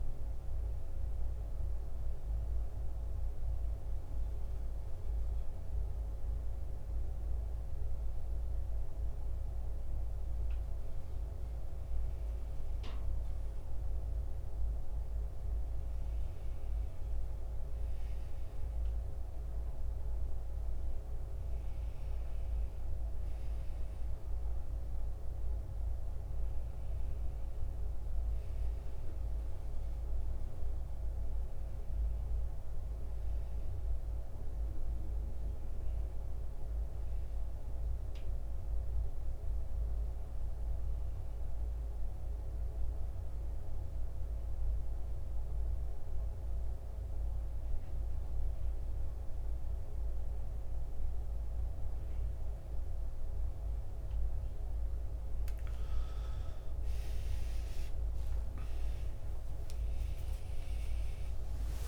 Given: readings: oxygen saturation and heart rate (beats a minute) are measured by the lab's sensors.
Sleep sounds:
breathing in sleep, hard to hear, by a room microphone; 2
1.00-11.00 s: central apnea (oxygen 97% before, 89% lowest, heart rate 79 before, 72 extreme, up 8 after)
13.00-17.00 s: arousal
39.50-54.00 s: mixed apnea (oxygen 93% before, 89% lowest, heart rate 81 before, 73 extreme, up 15 after)
56.00-61.00 s: arousal
59.50-61.87 s: oxygen desaturation (device-marked, oxygen 93% before, 89% lowest, heart rate 76 before, 78 extreme)
From the record:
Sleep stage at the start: N2 (light sleep); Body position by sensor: on the back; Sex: male

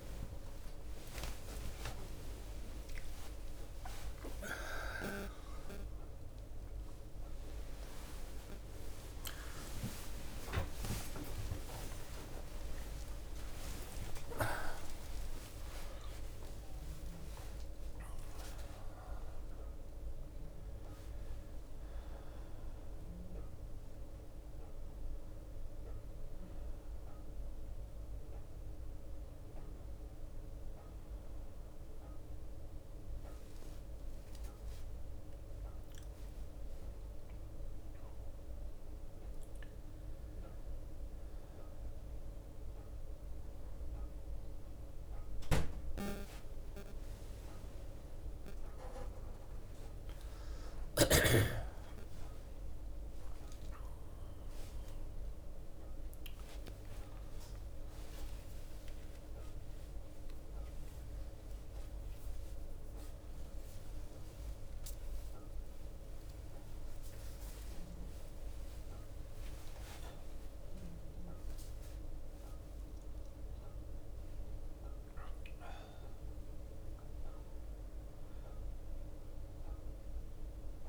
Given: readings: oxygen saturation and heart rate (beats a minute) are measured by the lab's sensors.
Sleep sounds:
a person awake in a sleep study, by a room microphone; none
0.50-16.50 s: tachycardia (device-marked, heart rate 58 before, 159 extreme)
1.50-11.50 s: drop in pulse transit time (device-marked, heart rate 57 before, 79 extreme)
2.50-4.50 s: long interval between heartbeats (device-marked, heart rate 58 before, 91 extreme)
5.00-7.00 s: long interval between heartbeats (device-marked, heart rate 63 before, 132 extreme)
8.00-10.00 s: long interval between heartbeats (device-marked, heart rate 75 before, 152 extreme)
10.50-12.50 s: long interval between heartbeats (device-marked, heart rate 89 before, 139 extreme)
13.50-15.50 s: long interval between heartbeats (device-marked, heart rate 103 before, 136 extreme)
53.50-70.50 s: drop in pulse transit time (device-marked, heart rate 64 before, 64 extreme)
59.00-61.00 s: long interval between heartbeats (device-marked, heart rate 64 before, 77 extreme)
65.50-67.50 s: long interval between heartbeats (device-marked, heart rate 73 before, 98 extreme)
67.50-69.50 s: long interval between heartbeats (device-marked, heart rate 77 before, 100 extreme)
69.50-72.50 s: bradycardia (device-marked, heart rate 62 before, 64 extreme)
From the record:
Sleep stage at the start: awake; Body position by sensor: on the back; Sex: male

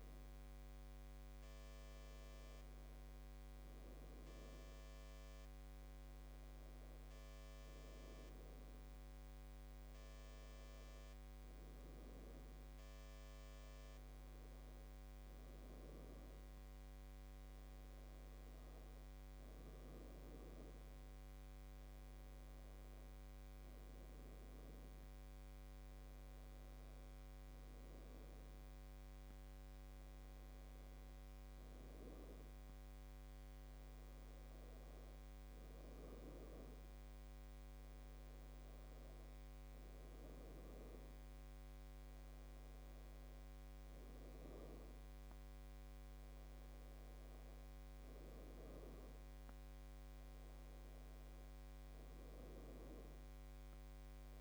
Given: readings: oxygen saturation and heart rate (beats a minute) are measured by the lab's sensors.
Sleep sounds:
breathing in sleep, hard to hear, by a microphone on the trachea; none
none scored
From the record:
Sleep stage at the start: N1 (lightest sleep); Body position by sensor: on the back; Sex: female

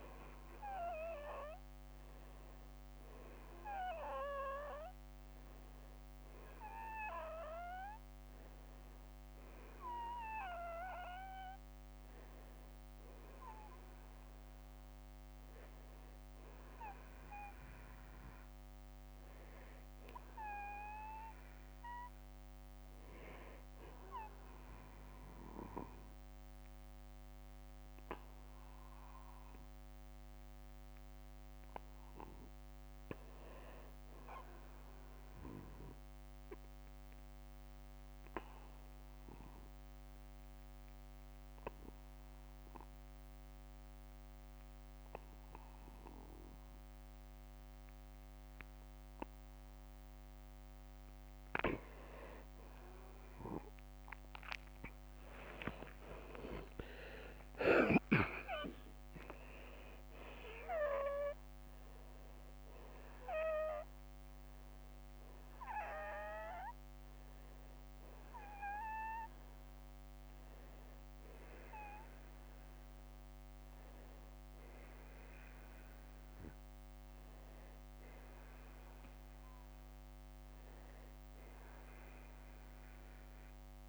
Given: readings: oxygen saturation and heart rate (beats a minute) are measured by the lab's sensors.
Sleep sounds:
a person partly awake in a sleep study, by a microphone on the trachea; 1
0.00-1.00 s: long interval between heartbeats (device-marked, heart rate 61 extreme)
10.50-23.50 s: oxygen desaturation (device-marked, oxygen 95% before, 88% lowest, heart rate 67 before, 43 extreme)
17.50-83.89 s: new sleep stage, N2 (light sleep)
35.00-50.50 s: obstructive apnea (oxygen 97% before, 86% lowest, heart rate 59 before, 43 extreme, up 21 after)
39.50-41.50 s: long interval between heartbeats (device-marked, heart rate 56 before, 44 extreme)
51.50-72.50 s: oxygen desaturation (device-marked, oxygen 95% before, 90% lowest, heart rate 51 before, 50 extreme)
52.50-57.50 s: arousal
78.50-82.50 s: arousal
From the record:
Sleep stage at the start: awake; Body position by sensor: on the back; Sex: male

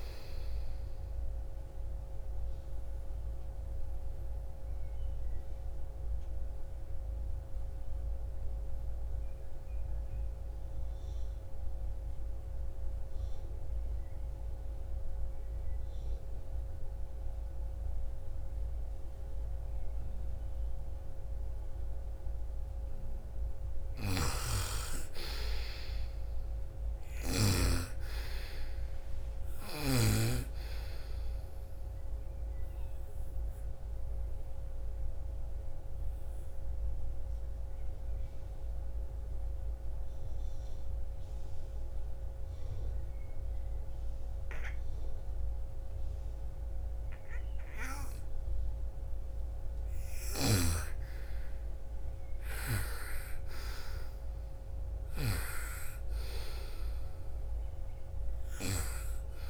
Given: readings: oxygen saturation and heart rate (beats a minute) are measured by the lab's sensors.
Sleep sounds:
breathing in sleep by a room microphone; 2
1.00-22.50 s: obstructive apnea (oxygen 99% before, 87% lowest, heart rate 66 before, 38 extreme, up 13 after)
22.50-42.50 s: oxygen desaturation (device-marked, oxygen 98% before, 87% lowest, heart rate 58 before, 47 extreme)
23.00-27.00 s: snoring (device-marked)
24.00-27.50 s: arousal
31.00-48.00 s: obstructive apnea (oxygen 99% before, 80% lowest, heart rate 53 before, 47 extreme, up 22 after)
49.50-58.00 s: snoring (device-marked)
50.50-53.50 s: arousal
50.50-59.50 s: oxygen desaturation (device-marked, oxygen 98% before, 89% lowest, heart rate 60 before, 47 extreme)
From the record:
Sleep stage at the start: N2 (light sleep); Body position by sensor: on the right side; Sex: female

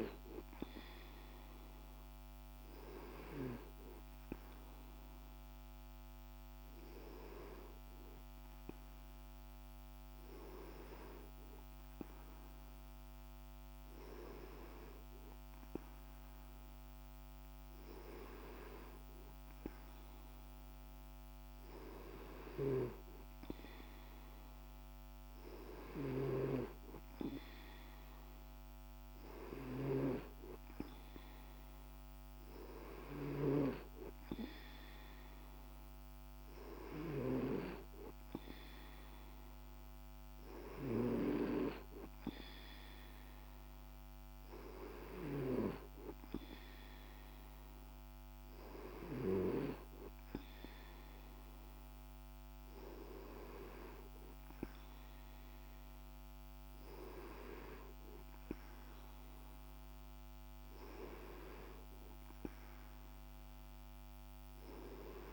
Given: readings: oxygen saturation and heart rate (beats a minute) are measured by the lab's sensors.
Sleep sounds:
breathing in sleep by a microphone on the trachea; none
none scored
From the record:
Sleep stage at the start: N2 (light sleep); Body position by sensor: on the right side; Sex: male

